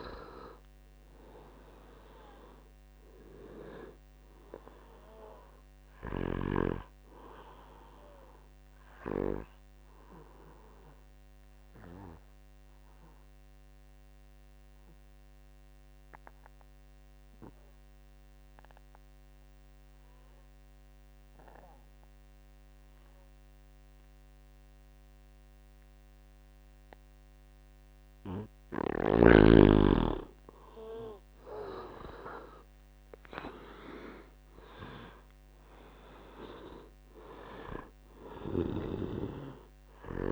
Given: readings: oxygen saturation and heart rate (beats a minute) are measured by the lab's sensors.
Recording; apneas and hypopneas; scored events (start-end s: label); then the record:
breathing in sleep by a microphone on the trachea; 1
0.00-3.00 s: arousal
4.50-24.50 s: oxygen desaturation (device-marked, oxygen 99% before, 88% lowest, heart rate 74 before, 55 extreme)
11.00-29.00 s: obstructive apnea (oxygen 99% before, 85% lowest, heart rate 75 before, 58 extreme, up 16 after)
31.00-35.00 s: arousal
38.50-40.32 s: oxygen desaturation (device-marked, oxygen 99% before, 85% lowest, heart rate 70 before, 55 extreme)
From the record:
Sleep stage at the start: N2 (light sleep); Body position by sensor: on the back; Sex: male